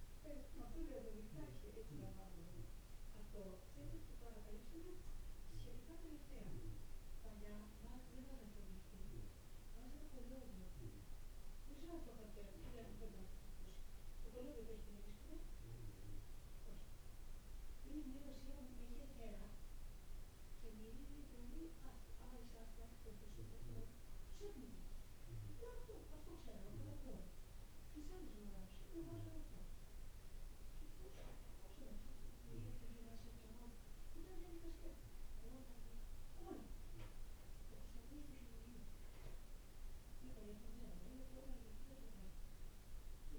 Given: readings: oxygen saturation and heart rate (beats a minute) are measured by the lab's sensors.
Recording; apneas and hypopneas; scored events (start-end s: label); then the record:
breathing in sleep by a room microphone; none
none scored
From the record:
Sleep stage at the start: N2 (light sleep); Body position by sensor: on the back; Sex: male